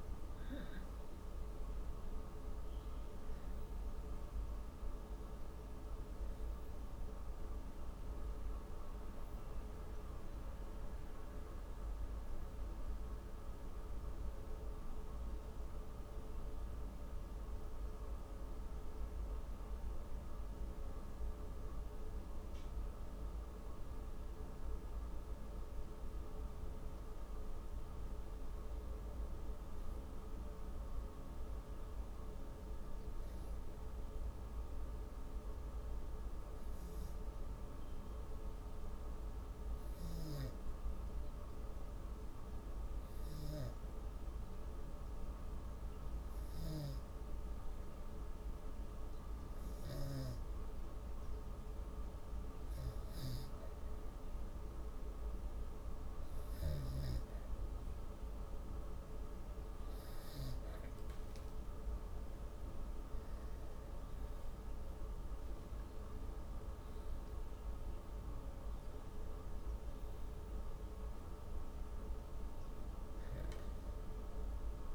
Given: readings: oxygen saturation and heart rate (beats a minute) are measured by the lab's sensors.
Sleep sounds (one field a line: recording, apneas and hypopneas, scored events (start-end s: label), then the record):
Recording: breathing in sleep, hard to hear, by a room microphone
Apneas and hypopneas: 1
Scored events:
26.50-31.00 s: arousal
34.00-53.00 s: obstructive apnea (oxygen 98% before, 93% lowest, heart rate 121 before, 97 extreme, up 27 after)
44.50-58.50 s: oxygen desaturation (device-marked, oxygen 96% before, 93% lowest, heart rate 126 before, 97 extreme)
62.50-66.00 s: arousal
From the record:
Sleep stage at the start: N2 (light sleep)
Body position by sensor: on the back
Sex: female